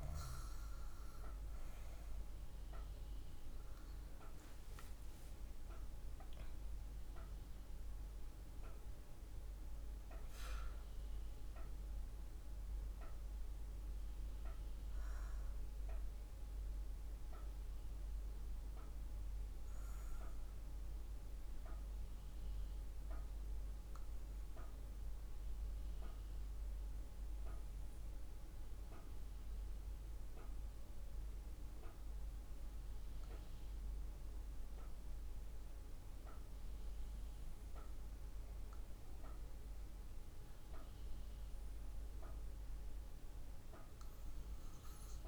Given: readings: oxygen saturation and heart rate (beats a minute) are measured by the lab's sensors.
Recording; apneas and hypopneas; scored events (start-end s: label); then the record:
breathing in sleep, hard to hear, by a room microphone; none
4.50-8.50 s: arousal
From the record:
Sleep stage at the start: REM sleep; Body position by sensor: on the back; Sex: female